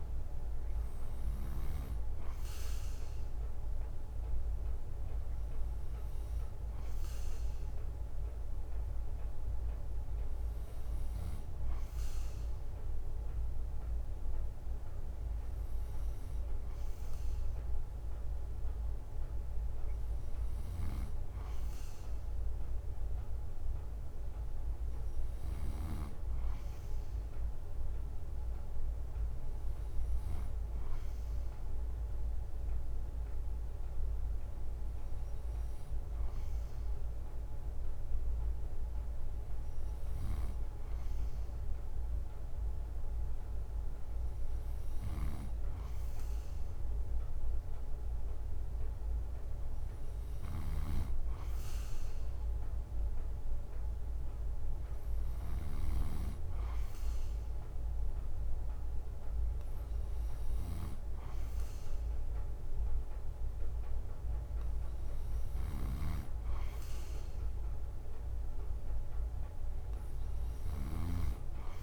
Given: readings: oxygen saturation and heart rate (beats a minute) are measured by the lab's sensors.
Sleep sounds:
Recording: breathing in sleep, hard to hear, by a room microphone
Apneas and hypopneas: none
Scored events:
0.00-1.50 s: snoring (device-marked)
20.00-25.50 s: snoring (device-marked)
44.50-71.83 s: snoring (device-marked)
From the record:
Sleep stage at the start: N2 (light sleep)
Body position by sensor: on the right side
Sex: male

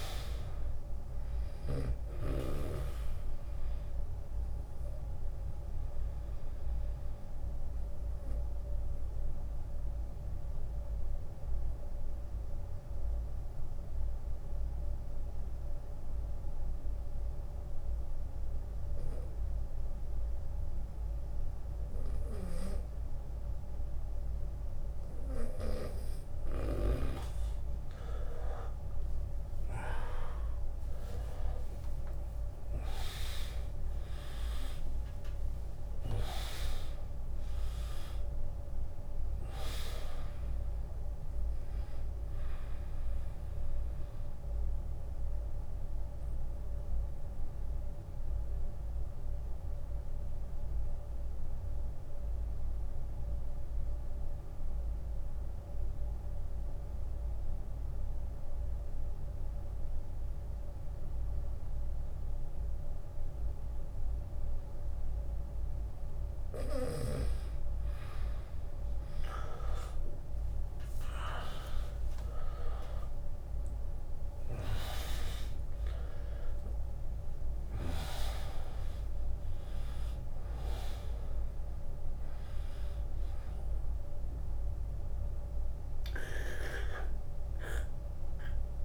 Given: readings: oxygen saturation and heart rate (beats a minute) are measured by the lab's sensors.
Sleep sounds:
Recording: breathing in sleep by a room microphone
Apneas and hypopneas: 2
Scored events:
0.00-2.00 s: bradycardia (device-marked, heart rate 49 extreme)
0.00-2.00 s: long interval between heartbeats (device-marked, heart rate 64 before, 49 extreme)
0.00-15.00 s: oxygen desaturation (device-marked, oxygen 93% lowest, heart rate 56 extreme)
2.50-23.00 s: obstructive apnea (oxygen 100% before, 93% lowest, heart rate 63 before, 56 extreme, up 24 after)
5.00-7.00 s: long interval between heartbeats (device-marked, heart rate 63 before, 59 extreme)
7.00-10.00 s: bradycardia (device-marked, heart rate 75 before, 70 extreme)
8.50-10.50 s: long interval between heartbeats (device-marked, heart rate 66 before, 72 extreme)
13.50-15.50 s: long interval between heartbeats (device-marked, heart rate 64 before, 66 extreme)
16.00-18.00 s: long interval between heartbeats (device-marked, heart rate 62 before, 61 extreme)
21.50-26.00 s: snoring (device-marked)
22.50-24.50 s: long interval between heartbeats (device-marked, heart rate 62 before, 64 extreme)
27.00-29.00 s: long interval between heartbeats (device-marked, heart rate 64 before, 68 extreme)
28.50-32.50 s: arousal
29.00-33.00 s: tachycardia (device-marked, heart rate 75 before, 107 extreme)
29.00-55.00 s: oxygen desaturation (device-marked, oxygen 100% before, 93% lowest, heart rate 64 before, 48 extreme)
30.50-32.50 s: long interval between heartbeats (device-marked, heart rate 64 before, 83 extreme)
43.00-45.00 s: long interval between heartbeats (device-marked, heart rate 83 before, 82 extreme)
44.50-65.00 s: obstructive apnea (oxygen 100% before, 91% lowest, heart rate 84 before, 48 extreme, up 9 after)
46.00-53.00 s: bradycardia (device-marked, heart rate 75 before, 50 extreme)
47.00-49.00 s: long interval between heartbeats (device-marked, heart rate 85 before, 64 extreme)
49.50-51.50 s: long interval between heartbeats (device-marked, heart rate 85 before, 58 extreme)
60.50-62.50 s: long interval between heartbeats (device-marked, heart rate 67 before, 72 extreme)
66.00-68.00 s: long interval between heartbeats (device-marked, heart rate 63 before, 61 extreme)
69.00-73.00 s: arousal
71.00-81.00 s: drop in pulse transit time (device-marked, heart rate 63 before, 63 extreme)
72.00-88.85 s: oxygen desaturation (device-marked, oxygen 100% before, 91% lowest, heart rate 64 before, 47 extreme)
83.00-85.00 s: long interval between heartbeats (device-marked, heart rate 70 before, 64 extreme)
From the record:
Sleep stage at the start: N2 (light sleep)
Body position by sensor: on the right side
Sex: male

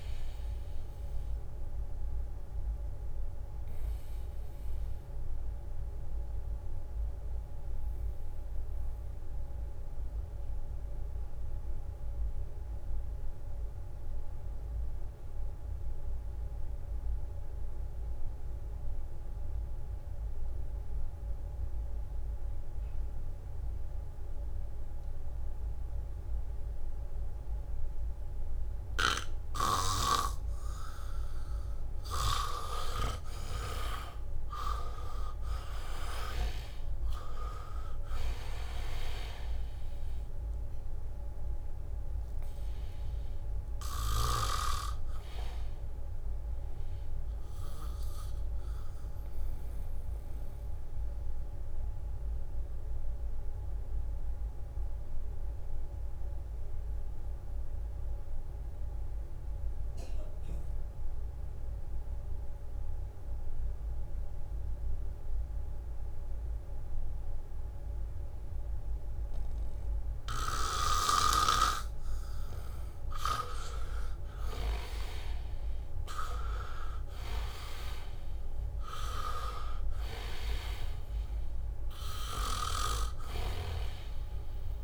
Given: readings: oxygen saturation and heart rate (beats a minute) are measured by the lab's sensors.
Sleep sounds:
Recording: breathing in sleep by a room microphone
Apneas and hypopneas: 2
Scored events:
0.00-18.50 s: oxygen desaturation (device-marked, oxygen 82% lowest, heart rate 65 extreme)
2.50-31.00 s: mixed apnea (oxygen 99% before, 81% lowest, heart rate 68 before, 65 extreme, up 2 after)
23.50-57.50 s: oxygen desaturation (device-marked, oxygen 99% before, 81% lowest, heart rate 73 before, 64 extreme)
28.50-31.50 s: leg movement (device-marked)
31.50-38.50 s: leg movement (device-marked)
33.00-36.50 s: arousal
40.50-48.50 s: leg movement (device-marked)
50.50-72.50 s: obstructive apnea (oxygen 99% before, 81% lowest, heart rate 69 before, 64 extreme, up 4 after)
68.50-84.84 s: oxygen desaturation (device-marked, oxygen 98% before, 81% lowest, heart rate 72 before, 64 extreme)
74.50-79.50 s: arousal
From the record:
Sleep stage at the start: N2 (light sleep)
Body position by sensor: on the back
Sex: male

